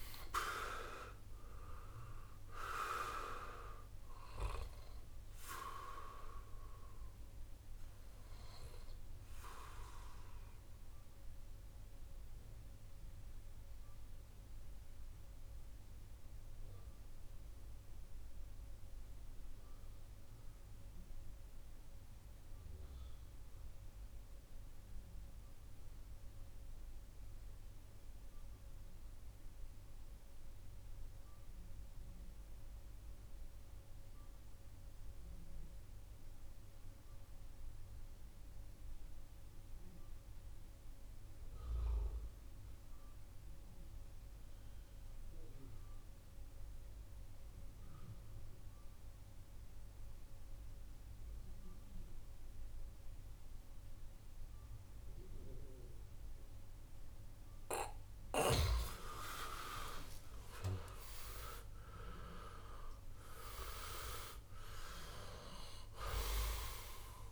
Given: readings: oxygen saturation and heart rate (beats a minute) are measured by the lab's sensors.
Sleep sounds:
breathing in sleep by a room microphone; 1
0.00-19.00 s: oxygen desaturation (device-marked, oxygen 79% lowest, heart rate 60 extreme)
10.50-58.50 s: mixed apnea (oxygen 89% before, 79% lowest, heart rate 87 before, 60 extreme, up 13 after)
38.00-67.32 s: oxygen desaturation (device-marked, oxygen 99% before, 81% lowest, heart rate 62 before, 61 extreme)
59.00-63.50 s: arousal
From the record:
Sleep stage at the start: N2 (light sleep); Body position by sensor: on the back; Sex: male

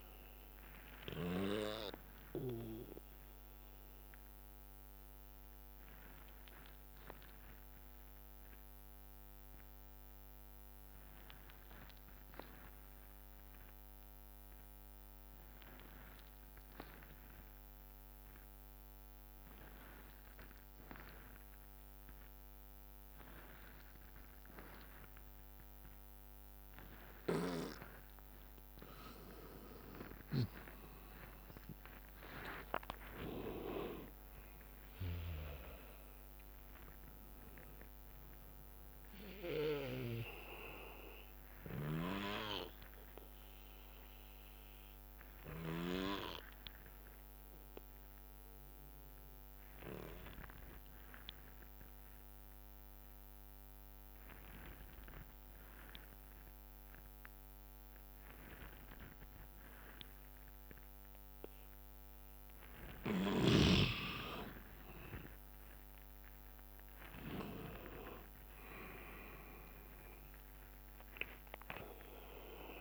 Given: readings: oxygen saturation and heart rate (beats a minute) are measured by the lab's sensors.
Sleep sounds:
breathing in sleep by a microphone on the trachea; 2
0.00-4.00 s: drop in pulse transit time (device-marked, heart rate 65 extreme)
0.00-13.00 s: oxygen desaturation (device-marked, oxygen 88% lowest, heart rate 56 extreme)
0.50-27.50 s: obstructive apnea (oxygen 99% before, 88% lowest, heart rate 67 before, 56 extreme, up 15 after)
5.00-12.00 s: bradycardia (device-marked, heart rate 68 before, 56 extreme)
27.00-51.00 s: oxygen desaturation (device-marked, oxygen 99% before, 89% lowest, heart rate 61 before, 57 extreme)
31.00-43.00 s: drop in pulse transit time (device-marked, heart rate 62 before, 65 extreme)
31.50-36.50 s: arousal
42.00-44.00 s: bradycardia (device-marked, heart rate 68 before, 63 extreme)
42.50-63.50 s: obstructive apnea (oxygen 99% before, 89% lowest, heart rate 70 before, 59 extreme, up 12 after)
46.00-48.00 s: bradycardia (device-marked, heart rate 68 before, 57 extreme)
64.00-72.81 s: oxygen desaturation (device-marked, oxygen 99% before, 90% lowest, heart rate 61 before, 59 extreme)
66.00-72.81 s: drop in pulse transit time (device-marked, heart rate 62 before, 68 extreme)
67.00-72.00 s: arousal
From the record:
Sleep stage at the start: N2 (light sleep); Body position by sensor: on the back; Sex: male

